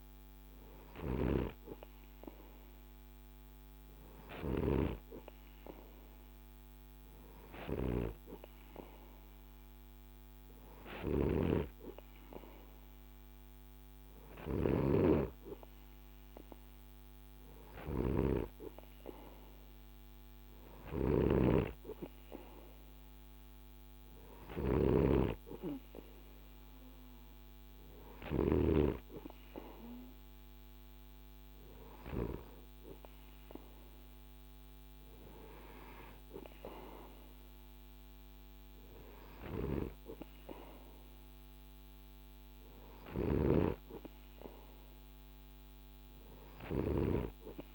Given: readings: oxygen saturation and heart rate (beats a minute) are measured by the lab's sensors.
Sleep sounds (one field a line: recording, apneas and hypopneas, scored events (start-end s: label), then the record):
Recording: breathing in sleep by a microphone on the trachea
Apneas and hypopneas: none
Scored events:
10.00-28.00 s: snoring (device-marked)
From the record:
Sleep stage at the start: N2 (light sleep)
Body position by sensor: on the right side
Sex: male